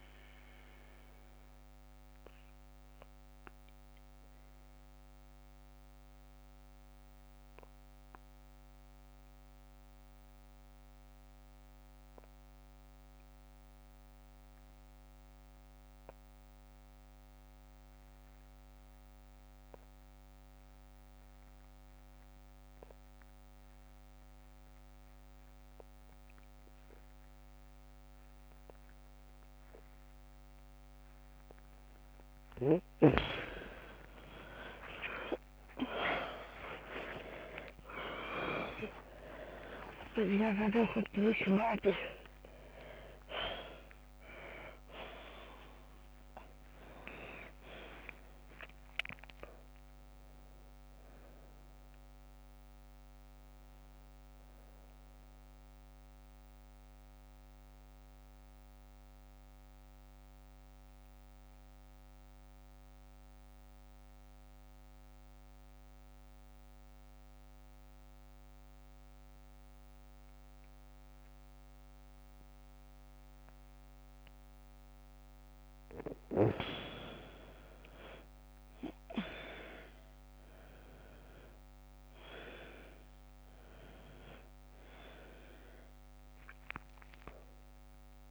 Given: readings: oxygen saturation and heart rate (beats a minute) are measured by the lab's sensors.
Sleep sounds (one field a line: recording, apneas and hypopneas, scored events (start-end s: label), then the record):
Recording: breathing in sleep by a microphone on the trachea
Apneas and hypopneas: 2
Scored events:
0.00-7.50 s: oxygen desaturation (device-marked, oxygen 91% lowest, heart rate 48 extreme)
0.50-32.50 s: mixed apnea (oxygen 99% before, 86% lowest, heart rate 57 before, 48 extreme)
25.50-61.50 s: oxygen desaturation (device-marked, oxygen 99% before, 86% lowest, heart rate 52 before, 51 extreme)
34.00-40.00 s: arousal
35.50-42.50 s: tachycardia (device-marked, heart rate 53 before, 147 extreme)
36.50-38.50 s: long interval between heartbeats (device-marked, heart rate 54 before, 66 extreme)
46.50-48.50 s: long interval between heartbeats (device-marked, heart rate 84 before, 86 extreme)
55.00-75.50 s: mixed apnea (oxygen 97% before, 86% lowest, heart rate 95 before, 50 extreme, up 8 after)
77.50-82.50 s: arousal
78.50-88.31 s: oxygen desaturation (device-marked, oxygen 100% before, 90% lowest, heart rate 54 before, 48 extreme)
From the record:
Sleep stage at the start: N2 (light sleep)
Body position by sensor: on the back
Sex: female